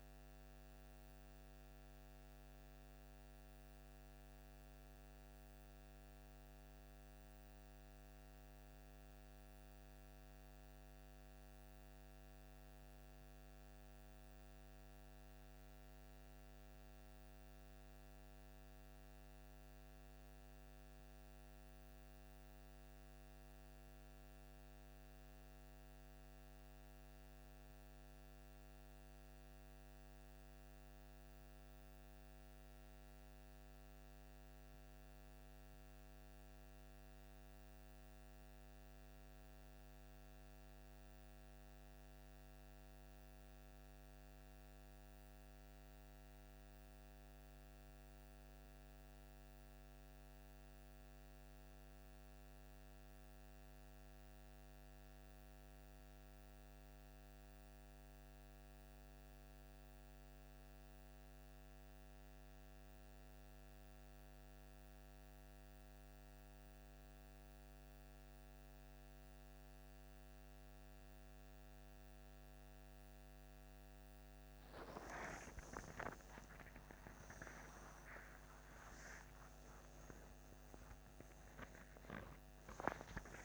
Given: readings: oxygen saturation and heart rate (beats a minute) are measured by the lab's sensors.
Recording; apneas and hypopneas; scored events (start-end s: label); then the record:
a person partly awake in a sleep study, hard to hear, by a microphone on the trachea; none
60.00-83.45 s: new sleep stage, awake
From the record:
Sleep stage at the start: REM sleep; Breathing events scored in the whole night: 71 in 5.8 hours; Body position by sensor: on the left side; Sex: male